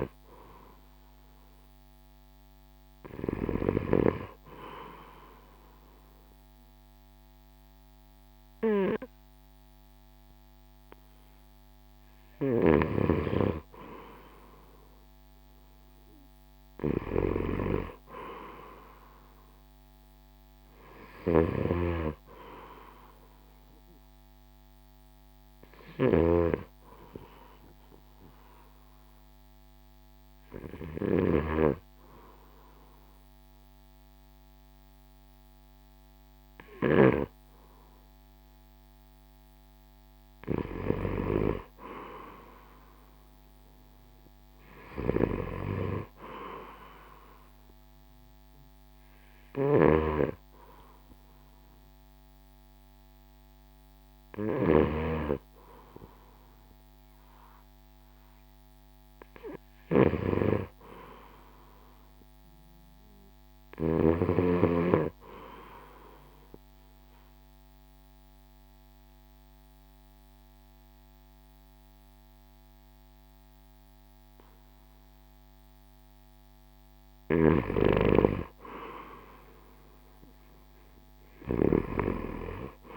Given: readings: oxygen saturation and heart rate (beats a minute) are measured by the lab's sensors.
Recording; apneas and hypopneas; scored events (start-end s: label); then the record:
breathing in sleep by a microphone on the trachea; 1
0.00-2.50 s: oxygen desaturation (device-marked, oxygen 91% lowest, heart rate 64 extreme)
21.50-37.50 s: snoring (device-marked)
49.50-64.50 s: snoring (device-marked)
50.50-64.50 s: oxygen desaturation (device-marked, oxygen 95% before, 89% lowest, heart rate 67 before, 63 extreme)
66.50-78.00 s: obstructive apnea (oxygen 95% before, 87% lowest, heart rate 67 before, 60 extreme, up 6 after)
77.50-82.97 s: snoring (device-marked)
79.50-82.97 s: arousal
From the record:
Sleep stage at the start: N2 (light sleep); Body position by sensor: on the right side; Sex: male